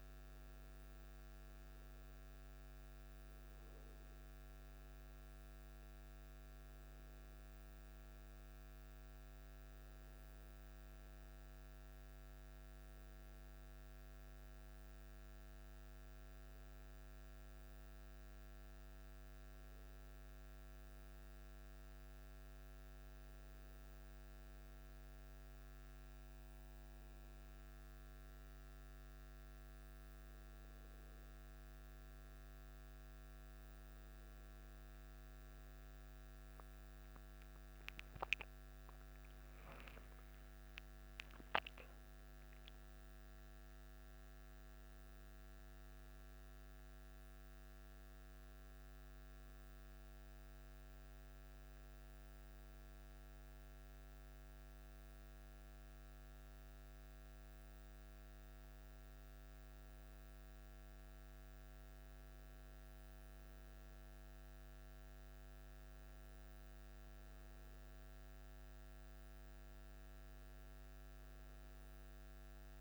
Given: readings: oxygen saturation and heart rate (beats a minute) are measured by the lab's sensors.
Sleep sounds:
breathing in sleep, hard to hear, by a microphone on the trachea; none
38.00-42.50 s: arousal
From the record:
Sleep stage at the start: N1 (lightest sleep); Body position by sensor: on the back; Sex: male

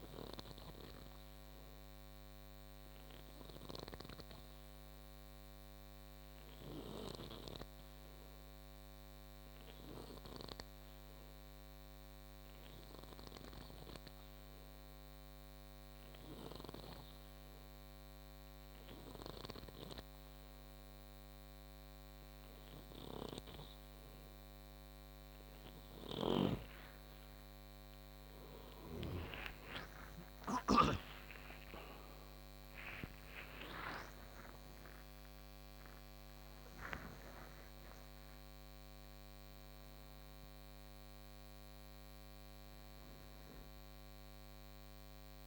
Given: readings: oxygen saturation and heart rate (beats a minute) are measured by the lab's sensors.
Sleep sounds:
breathing in sleep by a microphone on the trachea; none
0.00-4.00 s: snoring (device-marked)
18.50-29.00 s: snoring (device-marked)
29.50-36.00 s: arousal
From the record:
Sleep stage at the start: N2 (light sleep); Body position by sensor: on the back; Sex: male

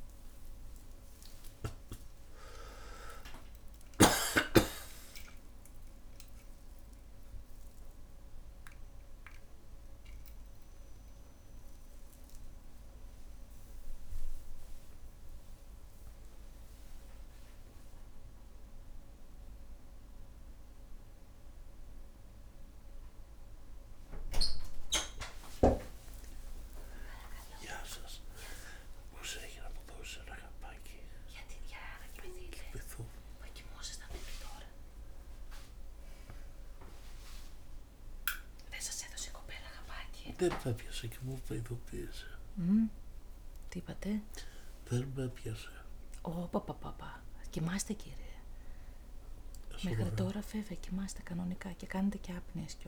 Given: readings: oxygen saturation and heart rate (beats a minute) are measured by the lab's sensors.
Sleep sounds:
a person awake in a sleep study, by a room microphone; none
0.00-16.50 s: tachycardia (device-marked, heart rate 165 extreme)
0.50-2.50 s: long interval between heartbeats (device-marked, heart rate 87 before, 118 extreme)
3.50-5.50 s: long interval between heartbeats (device-marked, heart rate 95 before, 159 extreme)
5.50-7.50 s: long interval between heartbeats (device-marked, heart rate 99 before, 154 extreme)
9.00-11.00 s: long interval between heartbeats (device-marked, heart rate 106 before, 152 extreme)
12.50-14.50 s: long interval between heartbeats (device-marked, heart rate 119 before, 116 extreme)
15.00-17.00 s: long interval between heartbeats (device-marked, heart rate 124 before, 129 extreme)
28.50-30.50 s: long interval between heartbeats (device-marked, heart rate 104 before, 85 extreme)
41.00-43.00 s: long interval between heartbeats (device-marked, heart rate 76 before, 80 extreme)
41.00-45.50 s: snoring (device-marked)
51.00-52.88 s: long interval between heartbeats (device-marked, heart rate 79 before, 71 extreme)
From the record:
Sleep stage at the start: awake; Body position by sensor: on the back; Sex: male

